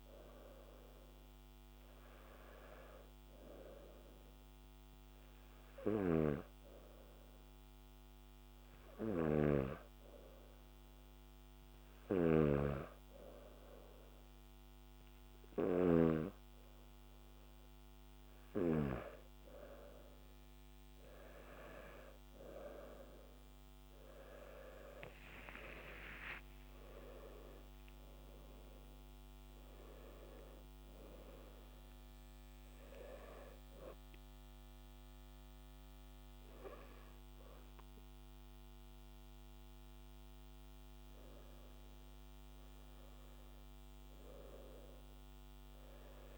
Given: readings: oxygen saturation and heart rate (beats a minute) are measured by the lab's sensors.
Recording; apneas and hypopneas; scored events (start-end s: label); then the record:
breathing in sleep by a microphone on the trachea; none
12.00-16.00 s: snoring (device-marked)
25.00-29.00 s: arousal
From the record:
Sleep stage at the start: N2 (light sleep); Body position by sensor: on the back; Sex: male